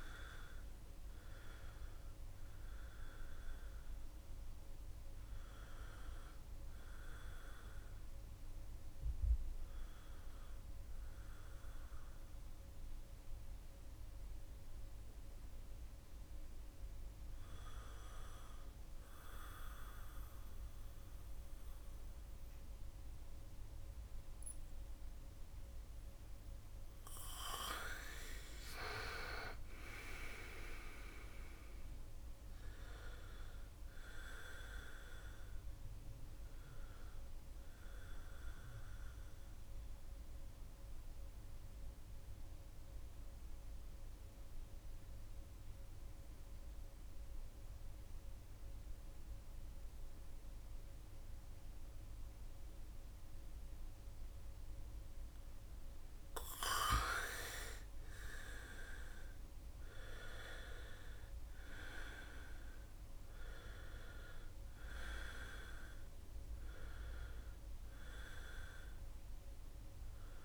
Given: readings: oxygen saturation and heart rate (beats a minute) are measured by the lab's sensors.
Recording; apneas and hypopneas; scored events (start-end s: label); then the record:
breathing in sleep by a room microphone; 2
0.00-11.00 s: oxygen desaturation (device-marked, oxygen 91% lowest, heart rate 67 extreme)
5.00-27.50 s: obstructive apnea (oxygen 97% before, 89% lowest, heart rate 74 before, 67 extreme, up 7 after)
28.00-56.00 s: oxygen desaturation (device-marked, oxygen 96% before, 91% lowest, heart rate 74 before, 68 extreme)
28.50-32.00 s: arousal
37.00-55.00 s: central apnea (oxygen 97% before, 88% lowest, heart rate 71 before, 68 extreme, up 4 after)
56.50-59.50 s: arousal
66.00-70.45 s: oxygen desaturation (device-marked, oxygen 98% before, 89% lowest, heart rate 70 before, 67 extreme)
From the record:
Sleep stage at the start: N2 (light sleep); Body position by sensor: on the back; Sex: male